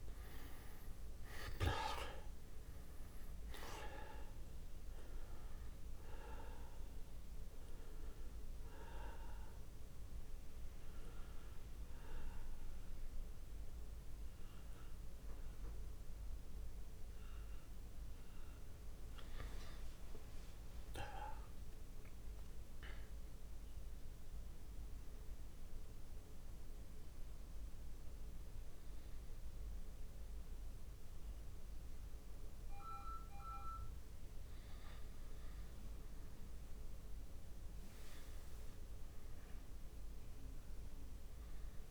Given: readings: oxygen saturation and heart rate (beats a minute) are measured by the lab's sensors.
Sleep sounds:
breathing in sleep by a room microphone; 1
3.00-29.00 s: oxygen desaturation (device-marked, oxygen 99% before, 89% lowest)
7.50-18.50 s: obstructive apnea (oxygen 100% before, 89% lowest)
21.00-25.00 s: arousal
From the record:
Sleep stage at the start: N2 (light sleep); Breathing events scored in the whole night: 301 in 3.3 hours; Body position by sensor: on the back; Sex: male

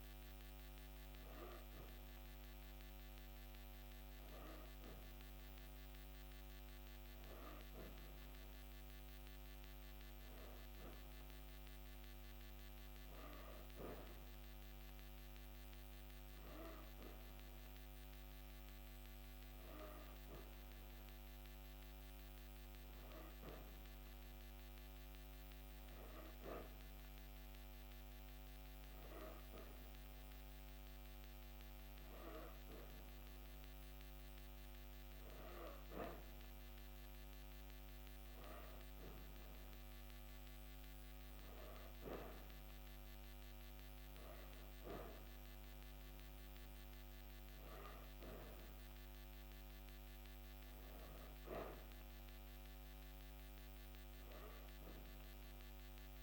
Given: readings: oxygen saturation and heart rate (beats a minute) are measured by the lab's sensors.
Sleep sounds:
breathing in sleep by a microphone on the trachea; none
none scored
From the record:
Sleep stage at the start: N3 (deep sleep); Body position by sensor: on the back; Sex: female

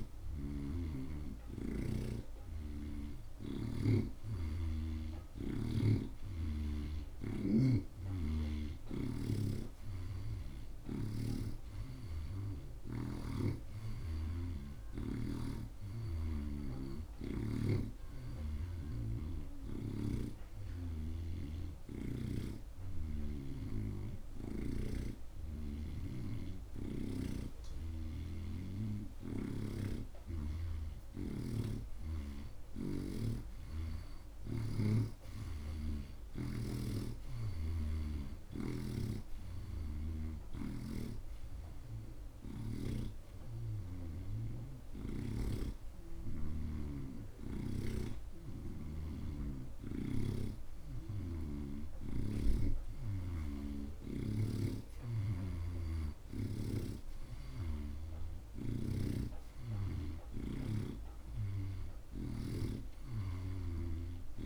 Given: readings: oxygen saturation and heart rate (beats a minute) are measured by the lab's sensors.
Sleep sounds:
breathing in sleep by a room microphone; none
0.00-4.00 s: snoring (device-marked)
11.00-14.50 s: snoring (device-marked)
11.00-31.00 s: oxygen desaturation (device-marked, oxygen 86% before, 81% lowest)
19.00-22.50 s: snoring (device-marked)
37.00-40.50 s: snoring (device-marked)
38.00-56.00 s: oxygen desaturation (device-marked, oxygen 85% before, 81% lowest)
50.00-54.50 s: snoring (device-marked)
59.00-62.50 s: snoring (device-marked)
61.00-64.46 s: oxygen desaturation (device-marked, oxygen 86% before, 82% lowest)
From the record:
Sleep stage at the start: N2 (light sleep); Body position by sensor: on the right side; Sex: male

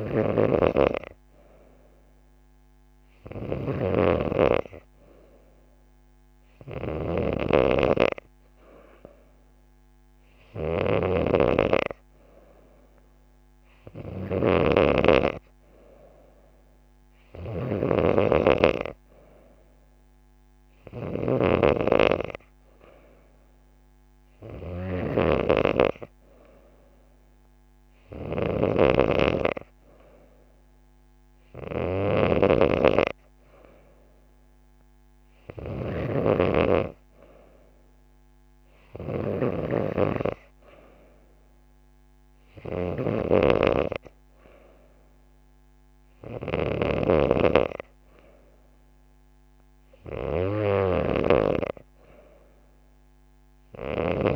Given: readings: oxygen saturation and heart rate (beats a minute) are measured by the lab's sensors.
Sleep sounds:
breathing in sleep by a microphone on the trachea; none
4.50-54.36 s: new sleep stage, N3 (deep sleep)
From the record:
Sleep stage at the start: N2 (light sleep); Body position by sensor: on the back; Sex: female

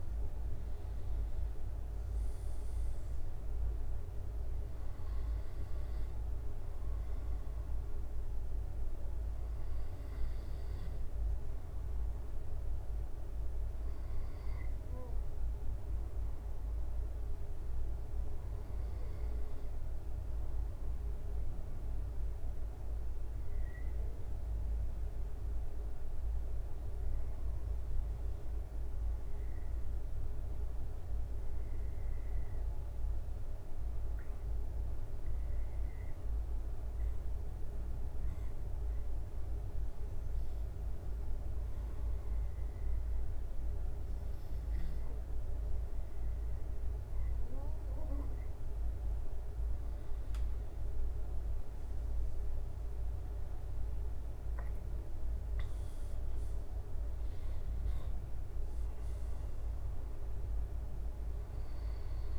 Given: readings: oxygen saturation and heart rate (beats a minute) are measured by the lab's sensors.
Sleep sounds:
breathing in sleep, hard to hear, by a room microphone; 1
0.00-8.00 s: drop in pulse transit time (device-marked, heart rate 71 extreme)
0.00-14.00 s: oxygen desaturation (device-marked, oxygen 89% lowest, heart rate 66 extreme)
8.50-48.50 s: obstructive apnea (oxygen 95% before, 89% lowest, heart rate 73 before, 65 extreme, up 7 after)
51.00-62.39 s: drop in pulse transit time (device-marked, heart rate 68 before, 71 extreme)
53.00-57.00 s: arousal
From the record:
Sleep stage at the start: N2 (light sleep); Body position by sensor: on the back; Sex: male

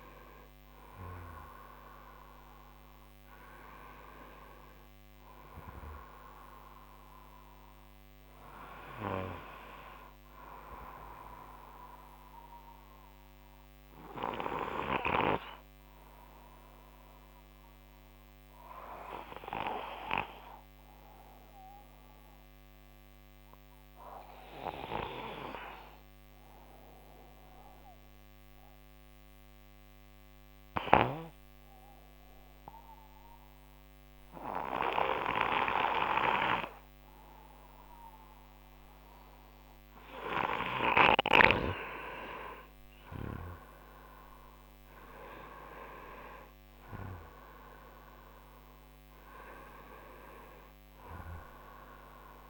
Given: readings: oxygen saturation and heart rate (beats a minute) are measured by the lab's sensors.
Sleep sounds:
breathing in sleep by a microphone on the trachea; 1
0.00-17.00 s: oxygen desaturation (device-marked, oxygen 89% lowest)
28.00-41.00 s: obstructive apnea (oxygen 96% before, 90% lowest)
39.00-52.50 s: oxygen desaturation (device-marked, oxygen 96% before, 90% lowest)
43.50-48.50 s: arousal
From the record:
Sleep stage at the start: N2 (light sleep); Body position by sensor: on the right side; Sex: male

